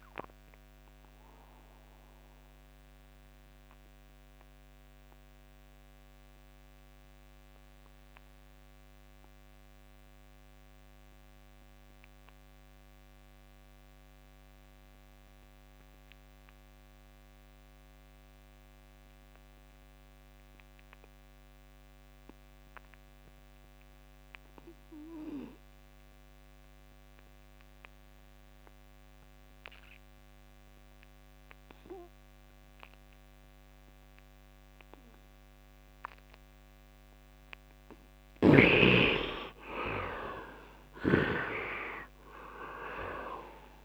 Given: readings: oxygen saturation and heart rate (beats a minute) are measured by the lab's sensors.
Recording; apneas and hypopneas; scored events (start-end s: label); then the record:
breathing in sleep by a microphone on the trachea; 1
0.00-13.00 s: oxygen desaturation (device-marked, oxygen 71% lowest, heart rate 63 extreme)
0.50-36.00 s: obstructive apnea (oxygen 99% before, 63% lowest, heart rate 81 before, 63 extreme, up 11 after)
24.00-43.85 s: oxygen desaturation (device-marked, oxygen 100% before, 63% lowest, heart rate 68 before, 67 extreme)
38.00-43.85 s: snoring (device-marked)
39.00-42.50 s: arousal
From the record:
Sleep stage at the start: N2 (light sleep); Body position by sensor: on the right side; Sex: male